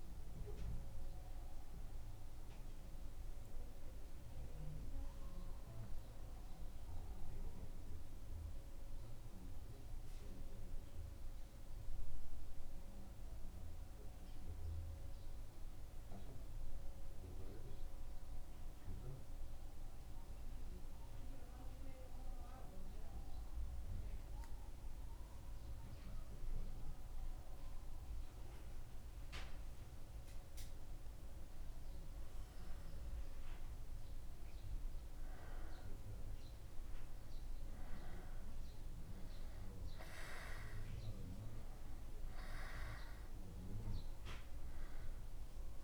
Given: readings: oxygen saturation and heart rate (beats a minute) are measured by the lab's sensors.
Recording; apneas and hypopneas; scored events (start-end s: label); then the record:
breathing in sleep, hard to hear, by a room microphone; 1
1.50-29.00 s: central apnea (oxygen 97% before, 94% lowest, heart rate 76 before, 74 extreme, up 0 after)
30.50-35.00 s: arousal
From the record:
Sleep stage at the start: N2 (light sleep); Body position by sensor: on the back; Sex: male